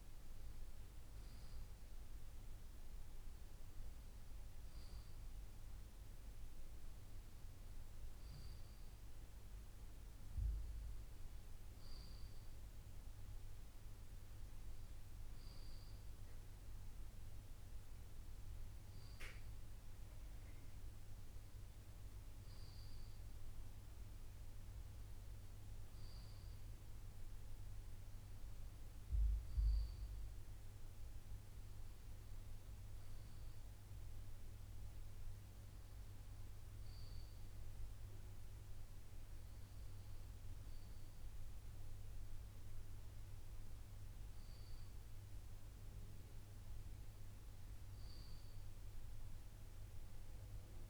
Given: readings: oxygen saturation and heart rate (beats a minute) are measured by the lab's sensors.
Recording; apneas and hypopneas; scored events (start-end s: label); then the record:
breathing in sleep, hard to hear, by a room microphone; none
none scored
From the record:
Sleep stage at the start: N2 (light sleep); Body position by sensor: on the left side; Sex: male